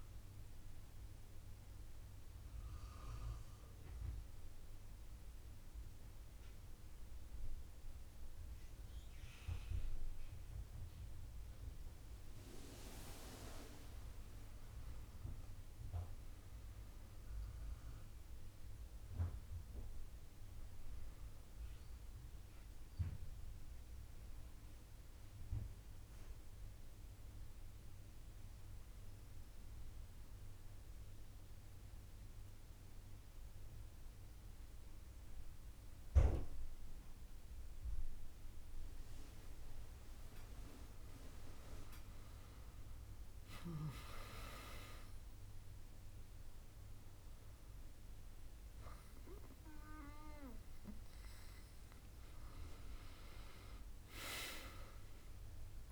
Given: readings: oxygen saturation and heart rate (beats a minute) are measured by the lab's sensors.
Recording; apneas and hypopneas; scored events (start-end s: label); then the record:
breathing in sleep by a room microphone; 2
3.50-14.00 s: central apnea (oxygen 100% before, 94% lowest, heart rate 82 before, 68 extreme, up 6 after)
15.50-19.00 s: arousal
24.50-40.50 s: obstructive apnea (oxygen 100% before, 94% lowest, heart rate 72 before, 68 extreme, up 6 after)
44.50-55.92 s: oxygen desaturation (device-marked, oxygen 98% before, 94% lowest, heart rate 69 before, 68 extreme)
From the record:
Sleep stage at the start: N1 (lightest sleep); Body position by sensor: on the back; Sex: female